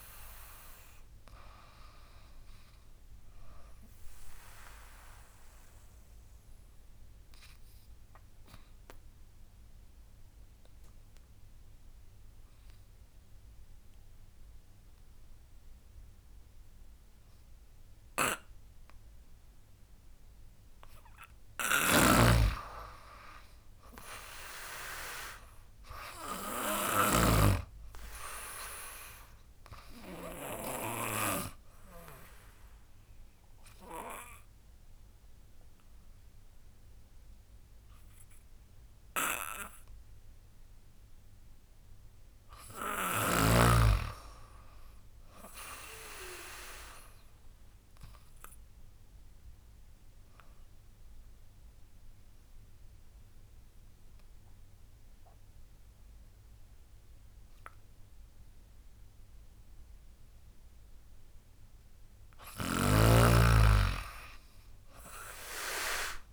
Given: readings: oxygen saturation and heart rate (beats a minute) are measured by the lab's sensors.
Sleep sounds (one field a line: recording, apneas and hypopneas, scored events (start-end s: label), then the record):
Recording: breathing in sleep by a room microphone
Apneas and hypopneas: 3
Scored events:
0.00-2.00 s: drop in pulse transit time (device-marked, heart rate 73 extreme)
0.00-12.00 s: oxygen desaturation (device-marked, oxygen 88% lowest, heart rate 70 extreme)
4.00-19.50 s: obstructive apnea (oxygen 97% before, 90% lowest, heart rate 81 before, 73 extreme, up 11 after)
21.50-25.00 s: arousal
21.50-27.00 s: snoring (device-marked)
23.00-34.00 s: drop in pulse transit time (device-marked, heart rate 76 before, 83 extreme)
27.00-43.00 s: oxygen desaturation (device-marked, oxygen 98% before, 91% lowest, heart rate 79 before, 70 extreme)
30.00-41.00 s: obstructive apnea (oxygen 99% before, 89% lowest, heart rate 81 before, 70 extreme, up 4 after)
42.50-45.50 s: arousal
48.00-61.50 s: obstructive apnea (oxygen 98% before, 89% lowest, heart rate 82 before, 70 extreme, up 16 after)
53.00-64.00 s: oxygen desaturation (device-marked, oxygen 98% before, 93% lowest, heart rate 81 before, 71 extreme)
65.00-66.33 s: drop in pulse transit time (device-marked, heart rate 77 before, 74 extreme)
From the record:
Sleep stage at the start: N2 (light sleep)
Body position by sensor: on the back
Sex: female